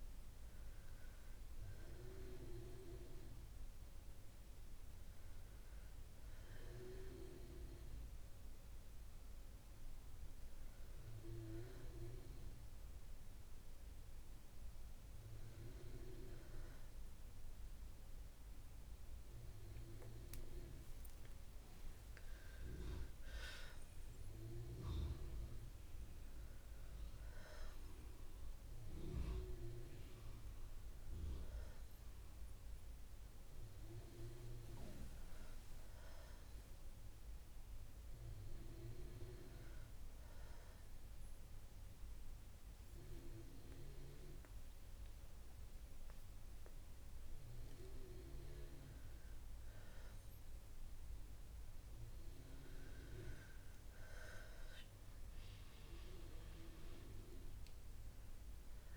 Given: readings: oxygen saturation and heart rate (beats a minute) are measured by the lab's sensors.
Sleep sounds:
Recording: breathing in sleep by a room microphone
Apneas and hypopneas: 1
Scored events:
38.00-49.00 s: hypopnea (oxygen 94% before, 90% lowest, heart rate 63 before, 61 extreme, up 1 after)
52.00-57.00 s: arousal
54.50-58.96 s: new sleep stage, N1 (lightest sleep)
57.50-58.96 s: oxygen desaturation (device-marked, oxygen 94% before, 90% lowest, heart rate 62 before, 61 extreme)
From the record:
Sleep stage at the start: REM sleep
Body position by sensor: on the back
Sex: female

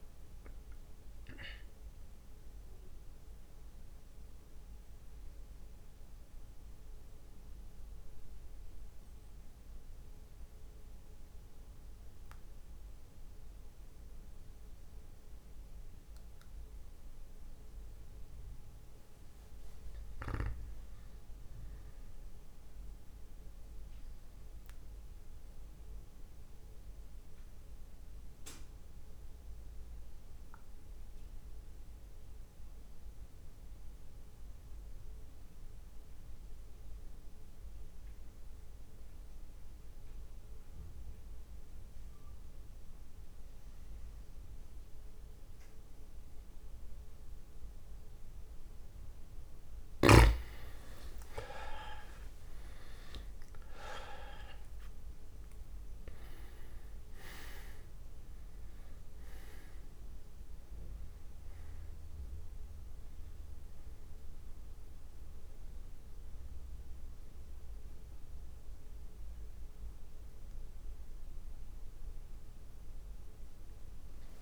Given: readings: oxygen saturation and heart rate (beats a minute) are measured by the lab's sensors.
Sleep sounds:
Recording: breathing in sleep by a room microphone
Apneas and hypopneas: 2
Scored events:
0.00-12.00 s: oxygen desaturation (device-marked, oxygen 89% lowest)
4.50-17.00 s: central apnea (oxygen 98% before, 88% lowest)
18.50-21.50 s: arousal
24.00-48.50 s: mixed apnea (oxygen 100% before, 88% lowest)
52.50-55.50 s: arousal
61.00-74.42 s: oxygen desaturation (device-marked, oxygen 98% before, 88% lowest)
From the record:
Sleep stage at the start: N2 (light sleep)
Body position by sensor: on the back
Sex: male

